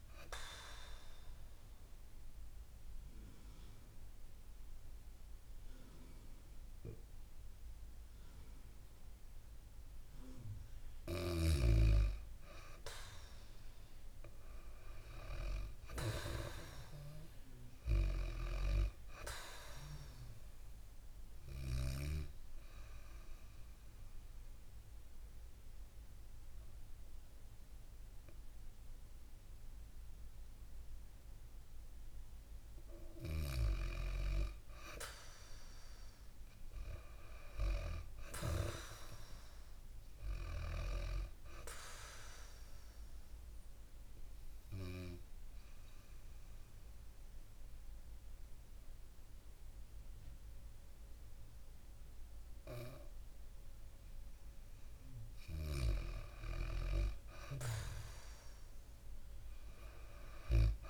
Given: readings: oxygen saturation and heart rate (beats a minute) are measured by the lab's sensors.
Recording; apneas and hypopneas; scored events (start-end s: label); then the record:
breathing in sleep by a room microphone; 3
1.00-11.00 s: obstructive apnea (oxygen 96% before, 92% lowest, heart rate 104 before, 62 extreme, up 9 after)
13.50-18.00 s: arousal
22.00-32.50 s: obstructive apnea (oxygen 96% before, 92% lowest, heart rate 66 before, 64 extreme, up 5 after)
36.50-40.00 s: arousal
39.50-51.50 s: oxygen desaturation (device-marked, oxygen 97% before, 92% lowest, heart rate 68 before, 65 extreme)
43.00-54.50 s: mixed apnea (oxygen 97% before, 92% lowest, heart rate 67 before, 64 extreme, up 3 after)
58.50-60.90 s: arousal
From the record:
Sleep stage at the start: N2 (light sleep); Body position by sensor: on the back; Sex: female